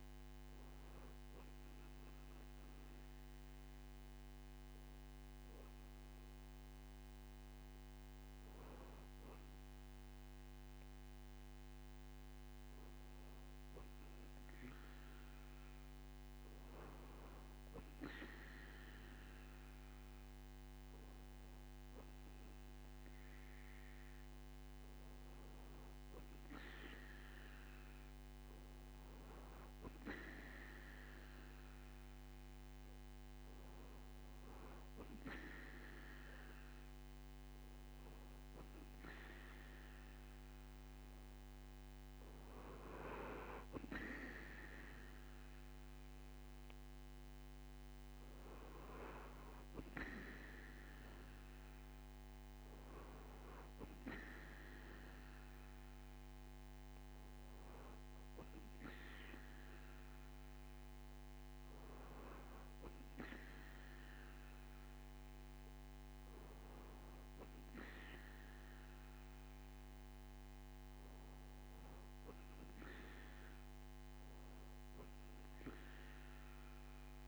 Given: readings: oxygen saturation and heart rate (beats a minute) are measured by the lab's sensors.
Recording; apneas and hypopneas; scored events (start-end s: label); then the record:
breathing in sleep by a microphone on the trachea; none
none scored
From the record:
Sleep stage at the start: REM sleep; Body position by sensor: on the right side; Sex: male